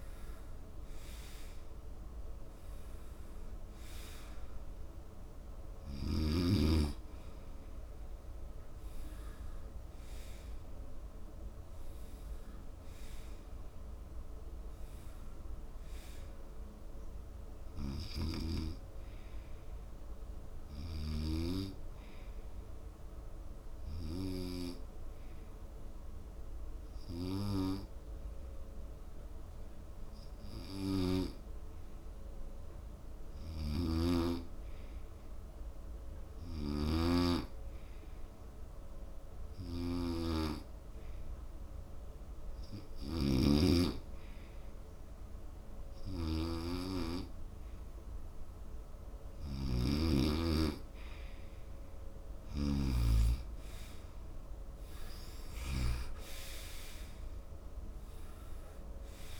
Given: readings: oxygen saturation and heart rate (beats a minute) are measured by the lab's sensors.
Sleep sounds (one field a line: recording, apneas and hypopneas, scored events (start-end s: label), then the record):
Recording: breathing in sleep by a room microphone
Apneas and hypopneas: 1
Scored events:
0.00-5.00 s: oxygen desaturation (device-marked, oxygen 91% lowest)
19.00-46.50 s: hypopnea (oxygen 94% before, 91% lowest)
34.00-43.50 s: snoring (device-marked)
46.00-59.40 s: oxygen desaturation (device-marked, oxygen 97% before, 91% lowest)
53.50-58.00 s: arousal
From the record:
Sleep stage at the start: N2 (light sleep)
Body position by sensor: on the right side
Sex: male